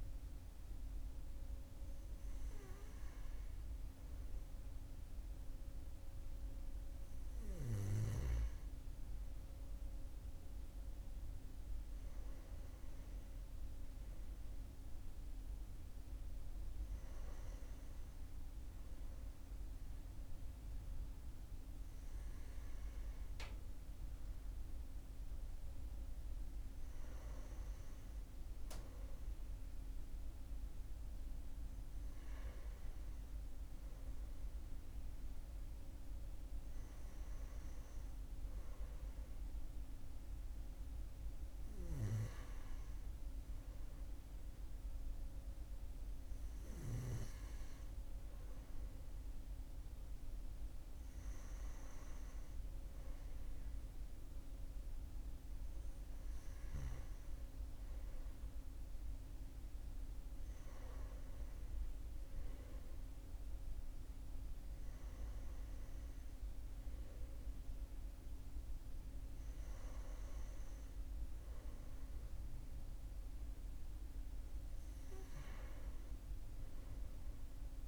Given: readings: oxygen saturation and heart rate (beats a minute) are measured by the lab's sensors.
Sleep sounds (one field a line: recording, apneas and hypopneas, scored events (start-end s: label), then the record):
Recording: breathing in sleep, hard to hear, by a room microphone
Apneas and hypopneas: none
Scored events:
none scored
From the record:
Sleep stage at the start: N2 (light sleep)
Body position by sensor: on the right side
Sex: male